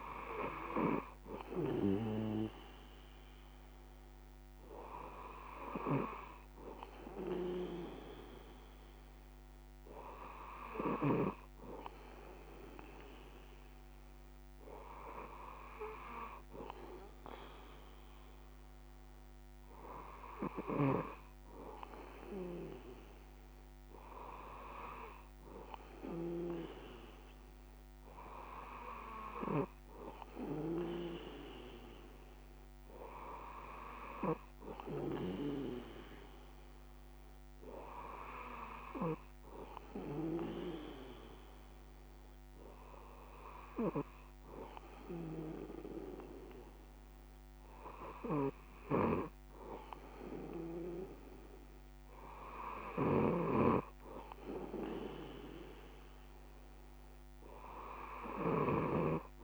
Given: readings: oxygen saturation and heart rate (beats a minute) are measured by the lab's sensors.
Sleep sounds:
breathing in sleep by a microphone on the trachea; none
none scored
From the record:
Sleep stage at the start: N2 (light sleep); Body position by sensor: on the back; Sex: male

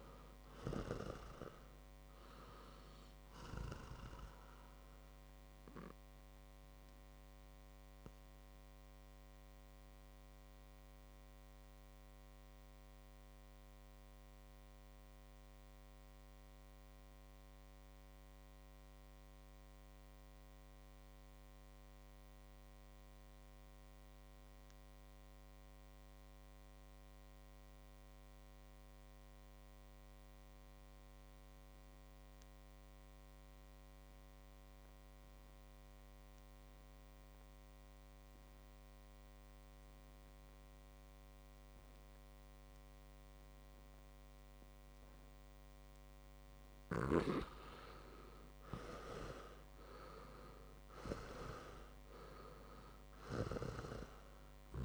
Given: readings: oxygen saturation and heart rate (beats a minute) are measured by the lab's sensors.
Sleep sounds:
breathing in sleep by a microphone on the trachea; 1
0.00-21.00 s: oxygen desaturation (device-marked, oxygen 84% lowest, heart rate 54 extreme)
4.50-46.00 s: mixed apnea (oxygen 100% before, 84% lowest, heart rate 62 before, 52 extreme, up 11 after)
39.00-54.85 s: oxygen desaturation (device-marked, oxygen 99% before, 84% lowest, heart rate 57 before, 52 extreme)
48.00-52.50 s: arousal
From the record:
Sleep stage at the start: REM sleep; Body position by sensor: on the back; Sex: male

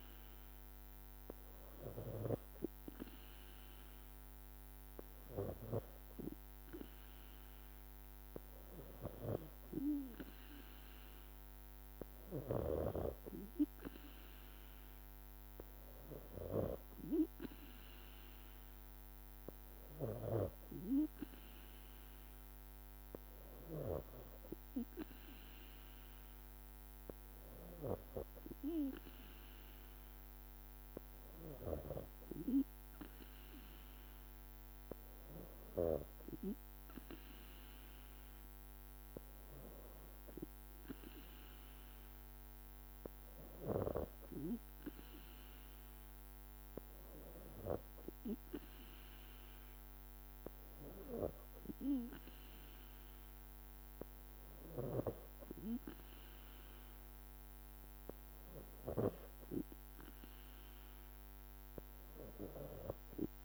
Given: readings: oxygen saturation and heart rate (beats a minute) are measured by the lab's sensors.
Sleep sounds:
breathing in sleep by a microphone on the trachea; none
none scored
From the record:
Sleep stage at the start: N3 (deep sleep); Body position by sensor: on the back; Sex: female

